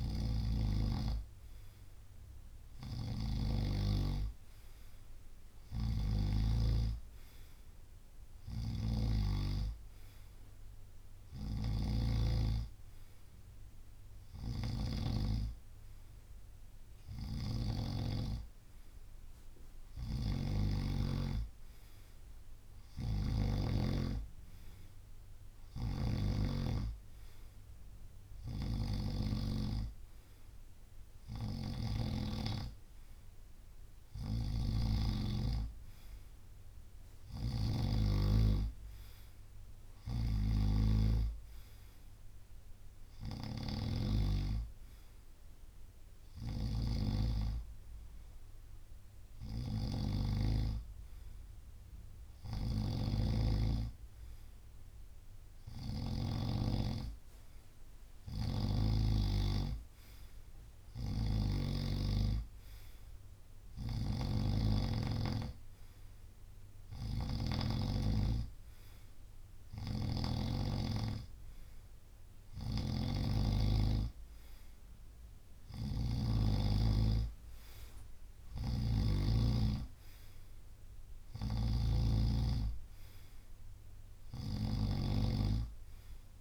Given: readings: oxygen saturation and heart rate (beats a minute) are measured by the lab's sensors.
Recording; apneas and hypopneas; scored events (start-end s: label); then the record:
breathing in sleep by a room microphone; none
0.00-3.50 s: snoring (device-marked)
5.50-15.00 s: snoring (device-marked)
17.00-23.50 s: snoring (device-marked)
25.50-32.00 s: snoring (device-marked)
34.00-38.00 s: snoring (device-marked)
40.00-56.50 s: snoring (device-marked)
57.50-65.50 s: drop in pulse transit time (device-marked, heart rate 68 before, 69 extreme)
63.50-67.50 s: snoring (device-marked)
69.50-86.41 s: snoring (device-marked)
73.50-84.50 s: drop in pulse transit time (device-marked, heart rate 71 before, 67 extreme)
79.50-81.50 s: long interval between heartbeats (device-marked, heart rate 71 before, 74 extreme)
From the record:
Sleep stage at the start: N2 (light sleep); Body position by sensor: on the right side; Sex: male